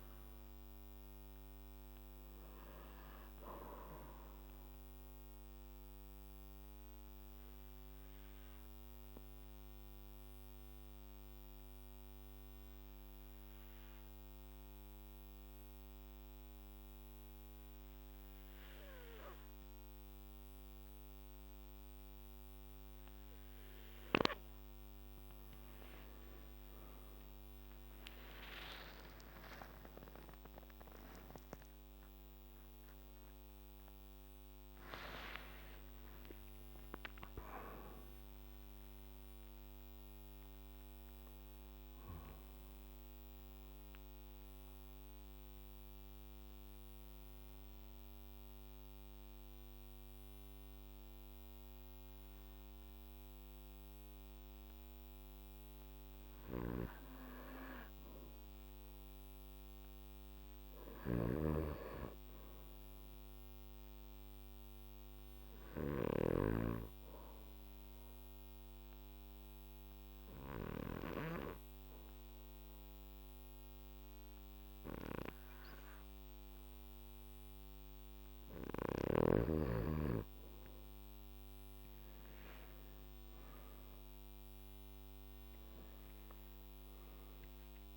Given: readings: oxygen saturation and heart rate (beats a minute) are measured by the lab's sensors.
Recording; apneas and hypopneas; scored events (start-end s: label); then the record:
breathing in sleep by a microphone on the trachea; 3
5.50-24.00 s: obstructive apnea (oxygen 99% before, 93% lowest, heart rate 64 before, 59 extreme, up 17 after)
26.00-33.00 s: arousal
28.50-30.50 s: long interval between heartbeats (device-marked, heart rate 60 before, 69 extreme)
35.00-37.00 s: long interval between heartbeats (device-marked, heart rate 64 before, 74 extreme)
42.00-60.00 s: oxygen desaturation (device-marked, oxygen 97% before, 93% lowest, heart rate 69 before, 55 extreme)
43.50-56.00 s: central apnea (oxygen 98% before, 93% lowest, heart rate 69 before, 55 extreme, up 2 after)
56.50-66.50 s: snoring (device-marked)
59.00-63.50 s: arousal
65.50-79.00 s: obstructive apnea (oxygen 100% before, 93% lowest, heart rate 59 before, 55 extreme, up 3 after)
70.00-82.00 s: oxygen desaturation (device-marked, oxygen 100% before, 96% lowest, heart rate 59 before, 55 extreme)
83.00-87.97 s: arousal
From the record:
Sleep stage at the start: N2 (light sleep); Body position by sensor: on the back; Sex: male